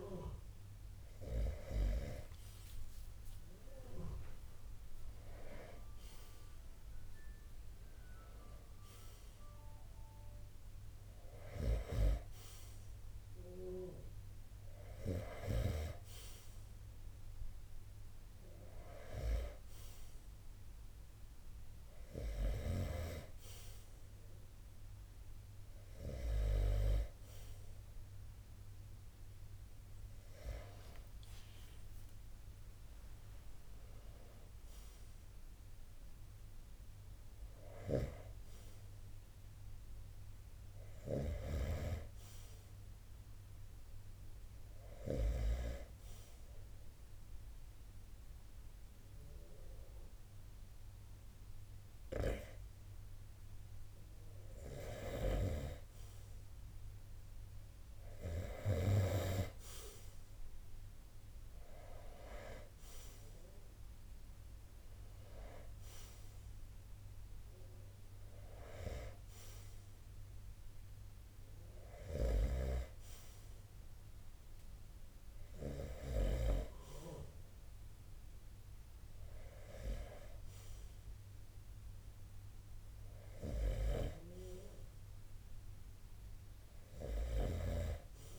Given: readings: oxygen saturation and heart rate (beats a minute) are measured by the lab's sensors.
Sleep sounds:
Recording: breathing in sleep by a room microphone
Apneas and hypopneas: 1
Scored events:
10.50-15.00 s: snoring (device-marked)
30.00-35.00 s: arousal
45.50-56.00 s: hypopnea (oxygen 93% before, 89% lowest)
59.00-63.00 s: arousal
65.50-79.50 s: oxygen desaturation (device-marked, oxygen 92% before, 89% lowest)
71.50-75.00 s: snoring (device-marked)
86.50-88.39 s: snoring (device-marked)
From the record:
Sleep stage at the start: N2 (light sleep)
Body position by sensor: on the right side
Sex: male

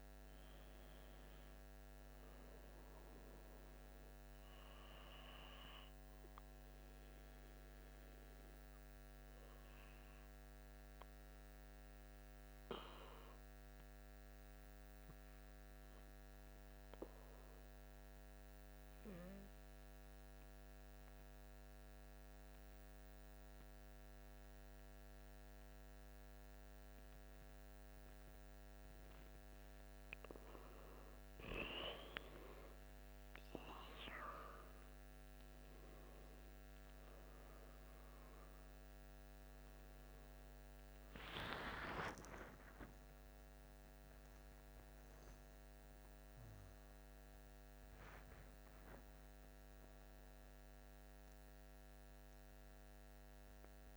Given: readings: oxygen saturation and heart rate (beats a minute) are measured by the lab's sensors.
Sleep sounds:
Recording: a person partly awake in a sleep study, by a microphone on the trachea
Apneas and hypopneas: 1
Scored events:
20.50-31.50 s: obstructive apnea (oxygen 98% before, 88% lowest, heart rate 53 before, 53 extreme, up 10 after)
29.50-53.97 s: oxygen desaturation (device-marked, oxygen 96% before, 88% lowest, heart rate 53 before, 58 extreme)
38.50-53.97 s: new sleep stage, awake
From the record:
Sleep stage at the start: N2 (light sleep)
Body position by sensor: on the back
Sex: male

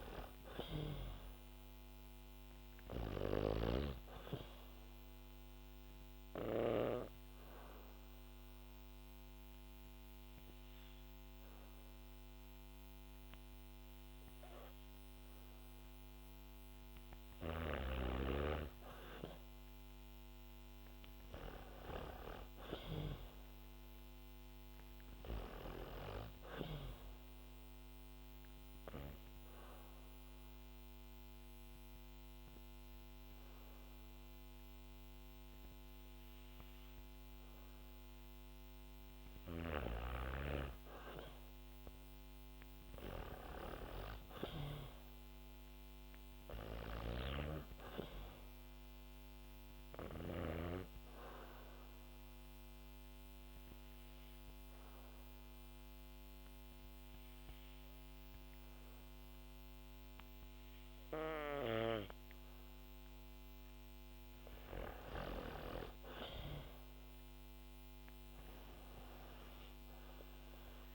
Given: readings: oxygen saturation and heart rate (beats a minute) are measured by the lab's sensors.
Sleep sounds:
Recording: breathing in sleep by a microphone on the trachea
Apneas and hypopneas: 3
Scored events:
0.00-1.50 s: arousal
0.00-16.00 s: oxygen desaturation (device-marked, oxygen 96% before, 93% lowest, heart rate 62 before, 57 extreme)
6.50-17.50 s: hypopnea (oxygen 96% before, 93% lowest, heart rate 62 before, 57 extreme, up 2 after)
20.00-24.00 s: arousal
28.00-38.50 s: obstructive apnea (oxygen 97% before, 92% lowest, heart rate 63 before, 57 extreme, up 11 after)
30.00-34.00 s: bradycardia (device-marked, heart rate 67 before, 59 extreme)
42.00-46.00 s: arousal
47.00-59.00 s: oxygen desaturation (device-marked, oxygen 97% before, 94% lowest, heart rate 64 before, 58 extreme)
49.50-63.00 s: hypopnea (oxygen 97% before, 92% lowest, heart rate 64 before, 57 extreme, up 1 after)
68.00-70.95 s: arousal
69.00-70.95 s: oxygen desaturation (device-marked, oxygen 97% before, 92% lowest, heart rate 64 before, 57 extreme)
From the record:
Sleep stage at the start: N2 (light sleep)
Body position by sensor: on the back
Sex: female

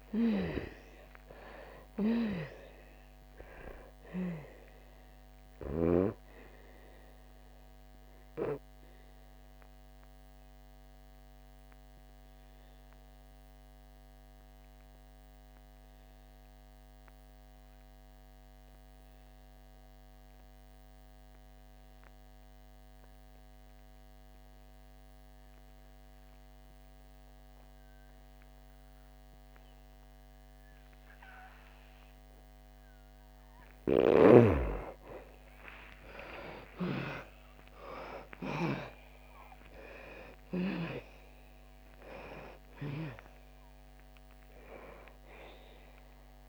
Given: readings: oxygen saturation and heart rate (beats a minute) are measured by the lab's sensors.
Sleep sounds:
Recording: breathing in sleep by a microphone on the trachea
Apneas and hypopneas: 1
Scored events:
0.00-23.50 s: oxygen desaturation (device-marked, oxygen 82% lowest, heart rate 58 extreme)
8.00-33.50 s: obstructive apnea (oxygen 98% before, 78% lowest, heart rate 71 before, 56 extreme, up 26 after)
25.50-46.48 s: oxygen desaturation (device-marked, oxygen 98% before, 78% lowest, heart rate 65 before, 56 extreme)
35.50-40.00 s: arousal
From the record:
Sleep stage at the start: N2 (light sleep)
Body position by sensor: on the back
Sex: female

